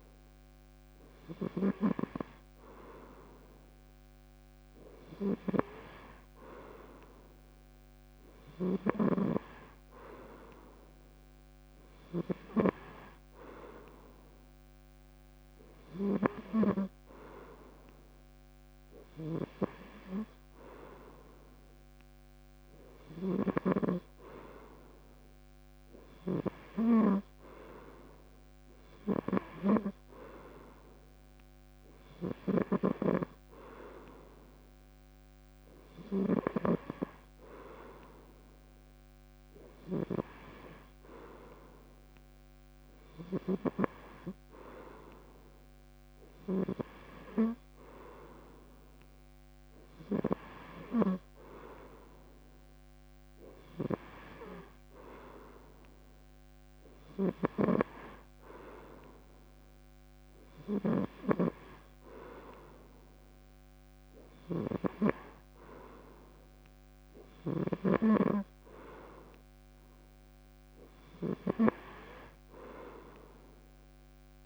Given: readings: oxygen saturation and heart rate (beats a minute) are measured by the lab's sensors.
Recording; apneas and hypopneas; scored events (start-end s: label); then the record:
breathing in sleep by a microphone on the trachea; none
32.50-46.50 s: snoring (device-marked)
57.00-67.50 s: snoring (device-marked)
From the record:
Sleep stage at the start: N3 (deep sleep); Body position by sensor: on the back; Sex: male